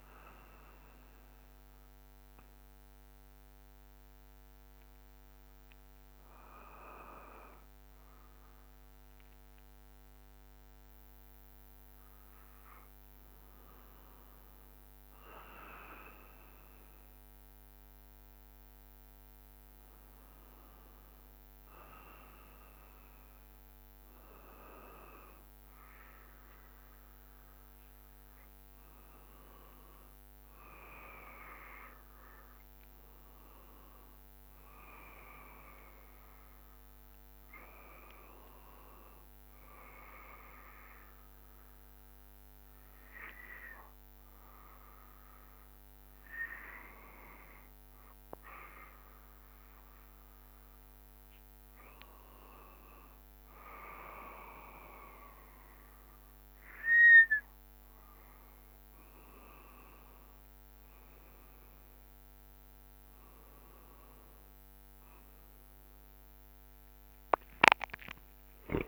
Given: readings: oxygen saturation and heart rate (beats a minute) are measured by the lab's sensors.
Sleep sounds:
breathing in sleep by a microphone on the trachea; none
3.00-68.88 s: new sleep stage, N2 (light sleep)
65.50-68.88 s: arousal
From the record:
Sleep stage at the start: N1 (lightest sleep); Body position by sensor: on the back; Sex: male

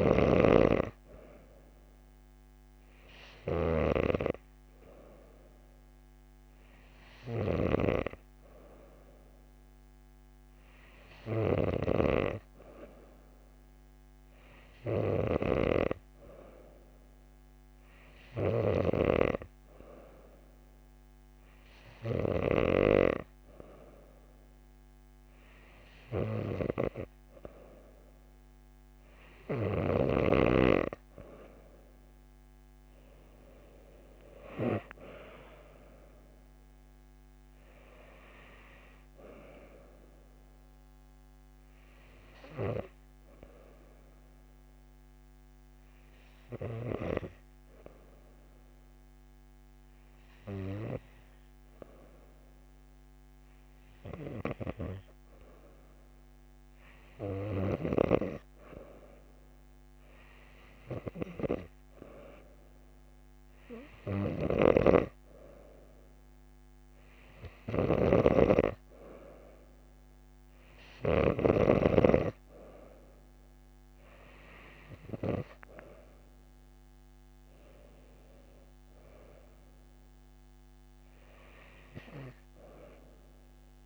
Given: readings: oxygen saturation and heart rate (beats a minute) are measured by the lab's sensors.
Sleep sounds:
breathing in sleep by a microphone on the trachea; 1
42.00-55.50 s: hypopnea (oxygen 96% before, 94% lowest)
57.50-61.00 s: arousal
From the record:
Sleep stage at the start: N2 (light sleep); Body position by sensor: on the back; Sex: female

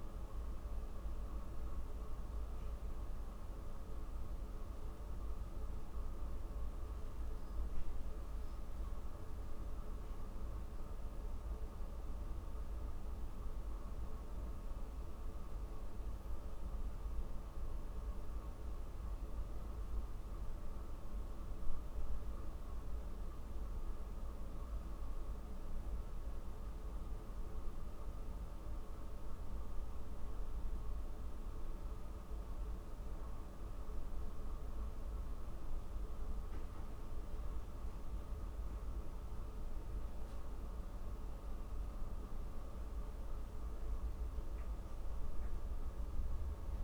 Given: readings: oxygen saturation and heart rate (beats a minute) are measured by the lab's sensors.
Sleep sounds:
breathing in sleep, hard to hear, by a room microphone; none
none scored
From the record:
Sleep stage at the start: N2 (light sleep); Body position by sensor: on the back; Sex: female

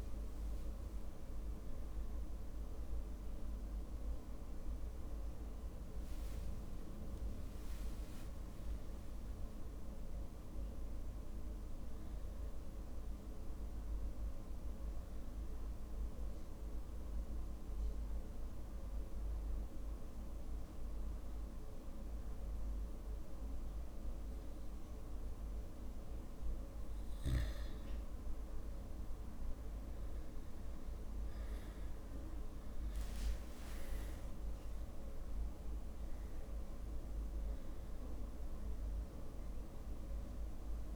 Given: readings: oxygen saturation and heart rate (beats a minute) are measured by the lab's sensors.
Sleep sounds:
breathing in sleep, hard to hear, by a room microphone; 1
0.00-2.00 s: drop in pulse transit time (device-marked, heart rate 25 extreme)
2.00-4.00 s: long interval between heartbeats (device-marked, heart rate 44 before, 71 extreme)
8.50-10.50 s: long interval between heartbeats (device-marked, heart rate 47 before, 28 extreme)
15.00-18.00 s: drop in pulse transit time (device-marked)
16.00-27.00 s: obstructive apnea (oxygen 99% before, 93% lowest)
23.00-36.00 s: drop in pulse transit time (device-marked)
33.00-36.50 s: arousal
37.00-40.96 s: oxygen desaturation (device-marked, oxygen 98% before, 93% lowest)
From the record:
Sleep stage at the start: N2 (light sleep); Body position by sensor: on the back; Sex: male

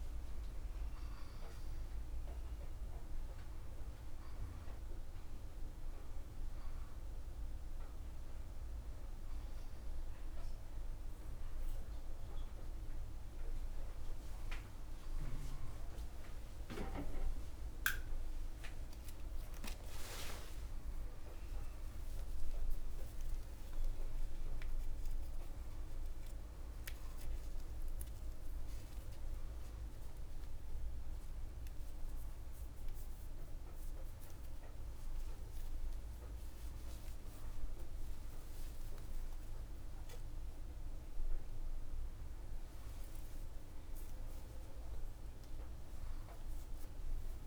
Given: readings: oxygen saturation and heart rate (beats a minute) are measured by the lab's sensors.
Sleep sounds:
a person awake in a sleep study, hard to hear, by a room microphone; none
none scored
From the record:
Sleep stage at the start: awake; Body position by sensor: on the back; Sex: male

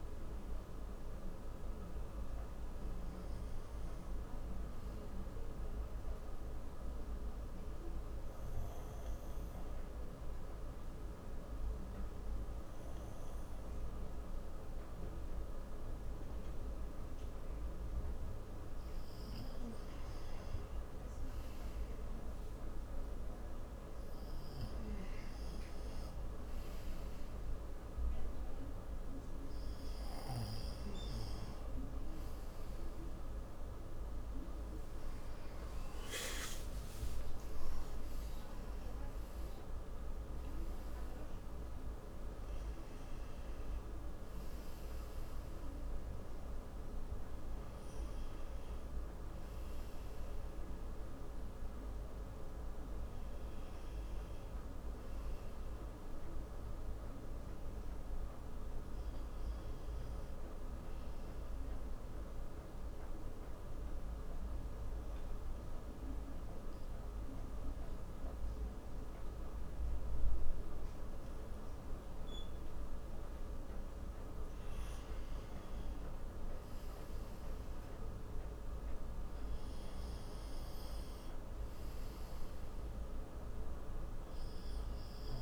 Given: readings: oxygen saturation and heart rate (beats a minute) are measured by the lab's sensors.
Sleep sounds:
breathing in sleep, hard to hear, by a room microphone; 2
0.00-3.00 s: arousal
5.00-20.00 s: obstructive apnea (oxygen 96% before, 90% lowest, heart rate 67 before, 67 extreme, up 4 after)
22.00-26.50 s: arousal
23.00-44.00 s: oxygen desaturation (device-marked, oxygen 95% before, 90% lowest, heart rate 68 before, 63 extreme)
24.50-31.00 s: snoring (device-marked)
55.00-59.00 s: arousal
62.00-76.00 s: central apnea (oxygen 94% before, 91% lowest, heart rate 67 before, 64 extreme, up 7 after)
77.50-82.00 s: arousal
82.00-85.42 s: oxygen desaturation (device-marked, oxygen 96% before, 91% lowest, heart rate 66 before, 66 extreme)
From the record:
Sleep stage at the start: N1 (lightest sleep); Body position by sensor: on the front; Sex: male

